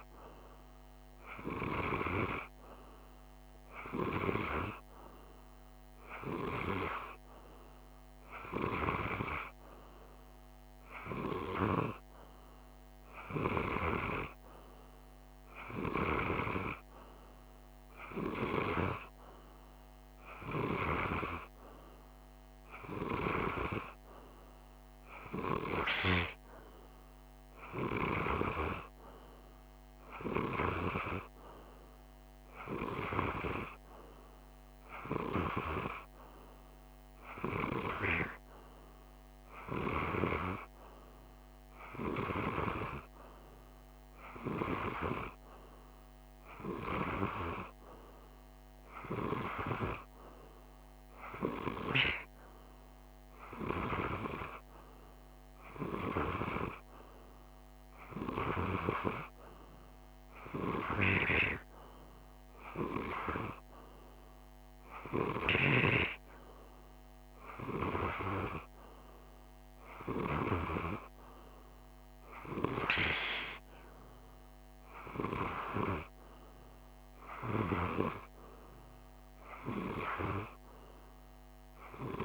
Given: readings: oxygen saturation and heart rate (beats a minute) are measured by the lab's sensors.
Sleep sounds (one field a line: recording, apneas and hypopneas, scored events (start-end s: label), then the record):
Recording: breathing in sleep by a microphone on the trachea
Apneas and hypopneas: none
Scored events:
none scored
From the record:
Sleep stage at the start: N2 (light sleep)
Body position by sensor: on the right side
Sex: male